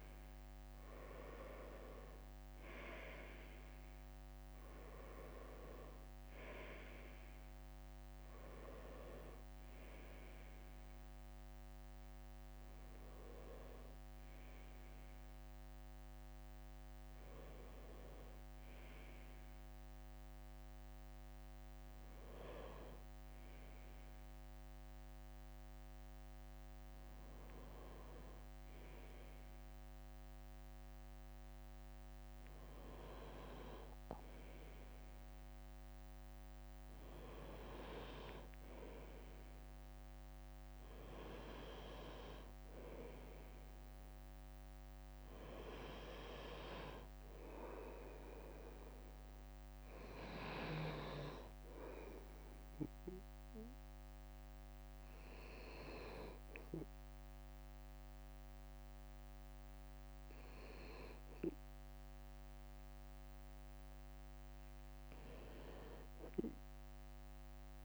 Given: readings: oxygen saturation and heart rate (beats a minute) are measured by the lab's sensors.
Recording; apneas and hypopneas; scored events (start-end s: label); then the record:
breathing in sleep by a microphone on the trachea; 1
0.00-1.00 s: arousal
9.50-18.50 s: bradycardia (device-marked, heart rate 61 before, 59 extreme)
21.50-29.50 s: bradycardia (device-marked, heart rate 61 before, 58 extreme)
29.50-35.50 s: leg movement (device-marked)
40.50-58.50 s: bradycardia (device-marked, heart rate 61 before, 56 extreme)
51.50-63.00 s: hypopnea (oxygen 98% before, 92% lowest, heart rate 59 before, 57 extreme, up 44 after)
58.50-67.50 s: drop in pulse transit time (device-marked, heart rate 58 before, 57 extreme)
From the record:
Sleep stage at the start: N2 (light sleep); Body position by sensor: on the right side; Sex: male